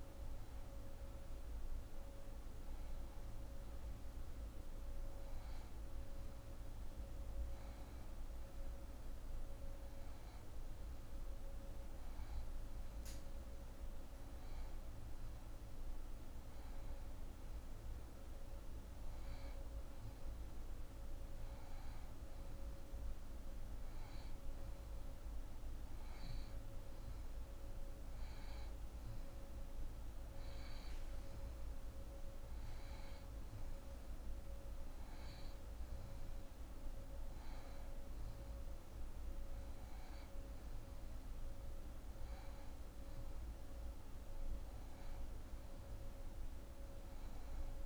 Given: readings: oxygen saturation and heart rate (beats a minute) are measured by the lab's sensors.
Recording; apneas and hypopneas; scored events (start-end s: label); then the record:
breathing in sleep, hard to hear, by a room microphone; none
none scored
From the record:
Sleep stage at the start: N1 (lightest sleep); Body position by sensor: on the back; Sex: female